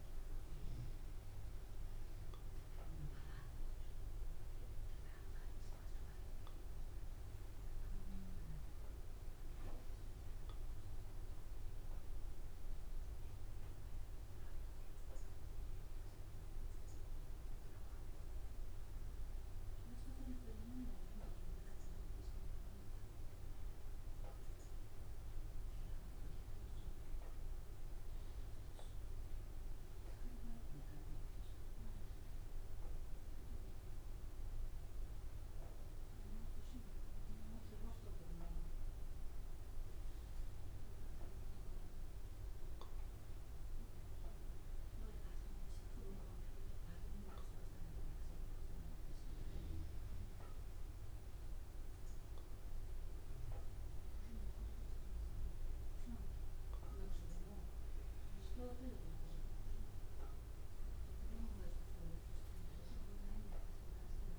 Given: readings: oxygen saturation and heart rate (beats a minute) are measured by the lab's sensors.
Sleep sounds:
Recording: a person partly awake in a sleep study, hard to hear, by a room microphone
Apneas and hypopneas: none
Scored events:
30.00-60.00 s: new sleep stage, N1 (lightest sleep)
60.00-64.39 s: new sleep stage, N2 (light sleep)
From the record:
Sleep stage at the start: awake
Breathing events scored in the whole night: 192 in 3.7 hours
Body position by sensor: on the back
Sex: male

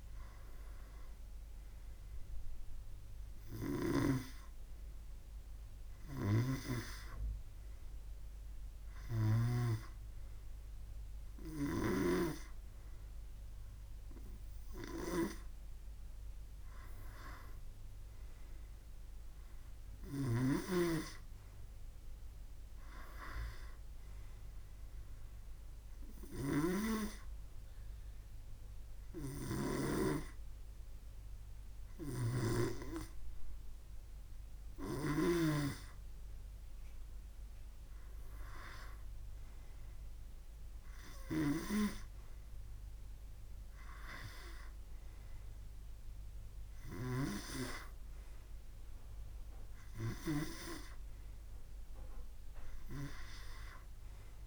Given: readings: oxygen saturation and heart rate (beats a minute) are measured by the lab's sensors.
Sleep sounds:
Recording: breathing in sleep by a room microphone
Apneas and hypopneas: 1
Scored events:
6.50-10.00 s: snoring (device-marked)
25.00-36.00 s: hypopnea (oxygen 100% before, 95% lowest, heart rate 67 before, 64 extreme, up 6 after)
26.50-30.00 s: snoring (device-marked)
32.00-35.50 s: snoring (device-marked)
38.00-41.50 s: arousal
From the record:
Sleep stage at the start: N2 (light sleep)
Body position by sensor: on the back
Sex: male

